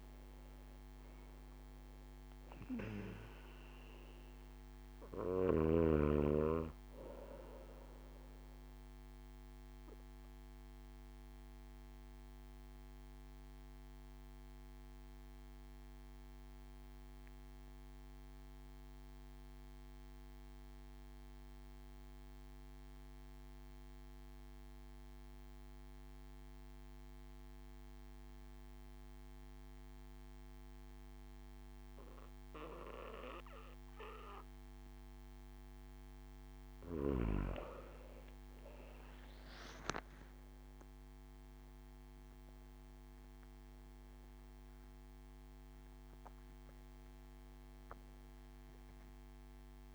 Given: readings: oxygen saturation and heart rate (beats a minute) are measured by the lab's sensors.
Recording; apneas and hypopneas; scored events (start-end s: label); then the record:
breathing in sleep by a microphone on the trachea; 1
0.00-21.00 s: oxygen desaturation (device-marked, oxygen 92% lowest)
9.50-34.50 s: obstructive apnea (oxygen 97% before, 92% lowest)
36.50-40.00 s: arousal
39.00-49.95 s: oxygen desaturation (device-marked, oxygen 97% before, 93% lowest)
From the record:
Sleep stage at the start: N2 (light sleep); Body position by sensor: on the back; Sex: male